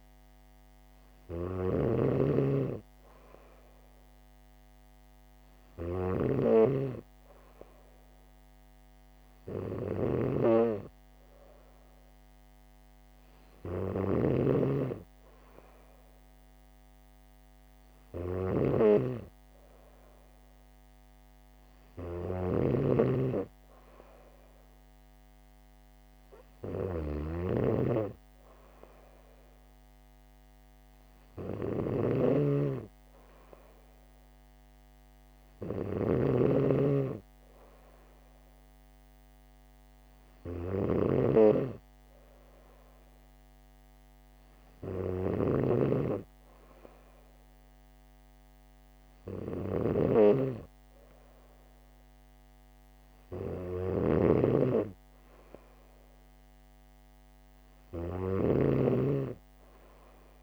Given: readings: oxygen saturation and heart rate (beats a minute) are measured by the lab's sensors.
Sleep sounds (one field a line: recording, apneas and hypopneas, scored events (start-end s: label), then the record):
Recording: breathing in sleep by a microphone on the trachea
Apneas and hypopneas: none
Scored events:
0.00-60.43 s: snoring (device-marked)
From the record:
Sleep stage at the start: N3 (deep sleep)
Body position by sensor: on the back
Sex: female